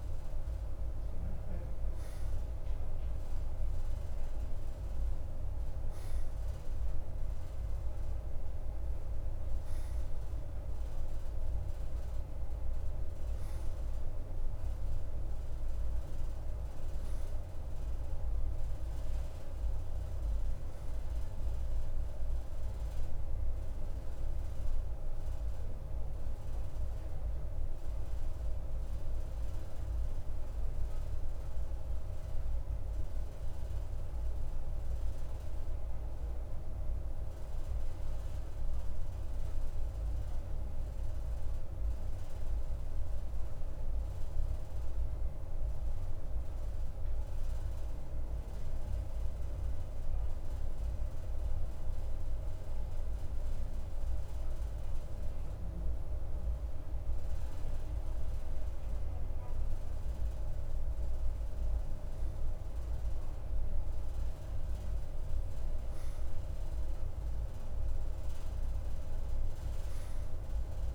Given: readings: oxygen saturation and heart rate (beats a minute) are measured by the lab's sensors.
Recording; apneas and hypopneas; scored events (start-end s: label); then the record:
breathing in sleep, hard to hear, by a room microphone; 1
36.50-57.00 s: obstructive apnea (oxygen 93% before, 92% lowest, heart rate 55 before, 52 extreme)
59.00-64.50 s: arousal
From the record:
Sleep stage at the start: N2 (light sleep); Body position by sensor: on the right side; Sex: male